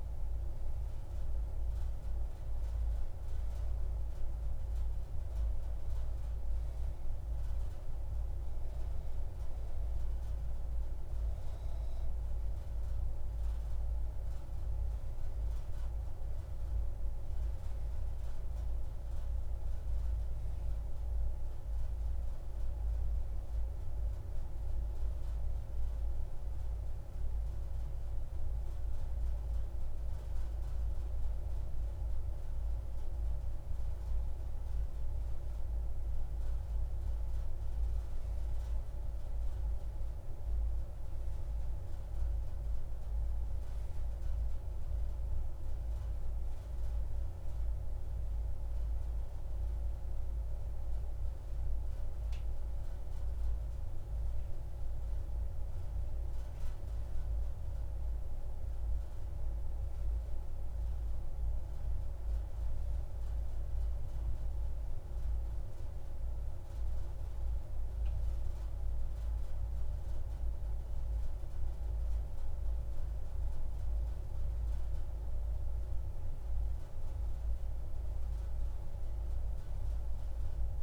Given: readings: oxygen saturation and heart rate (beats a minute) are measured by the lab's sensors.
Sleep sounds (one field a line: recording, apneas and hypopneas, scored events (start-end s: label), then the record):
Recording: breathing in sleep, hard to hear, by a room microphone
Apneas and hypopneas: none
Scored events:
none scored
From the record:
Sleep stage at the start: N1 (lightest sleep)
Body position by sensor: on the back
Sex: male